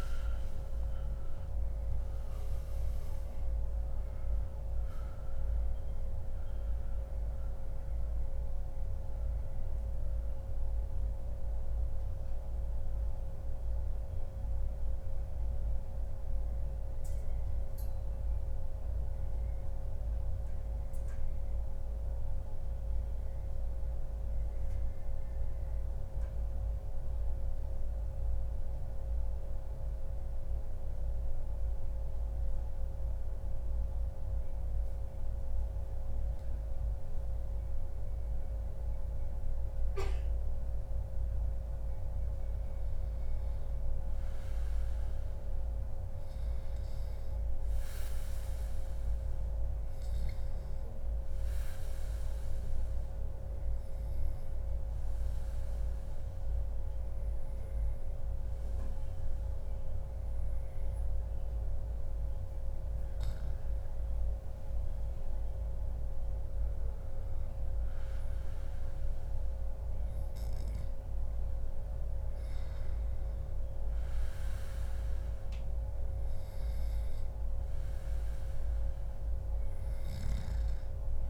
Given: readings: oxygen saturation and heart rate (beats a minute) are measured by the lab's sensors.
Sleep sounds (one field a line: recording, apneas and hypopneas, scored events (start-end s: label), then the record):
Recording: breathing in sleep, hard to hear, by a room microphone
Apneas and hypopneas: 2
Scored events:
0.00-18.50 s: oxygen desaturation (device-marked, oxygen 90% lowest, heart rate 99 extreme)
22.00-35.50 s: central apnea (oxygen 96% before, 92% lowest, heart rate 143 before, 110 extreme, up 38 after)
36.50-40.00 s: arousal
49.50-62.00 s: obstructive apnea (oxygen 98% before, 93% lowest, heart rate 140 before, 124 extreme, up 3 after)
66.00-70.00 s: arousal
69.00-71.00 s: long interval between heartbeats (device-marked, heart rate 144 before, 125 extreme)
From the record:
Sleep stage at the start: N2 (light sleep)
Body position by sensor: on the back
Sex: male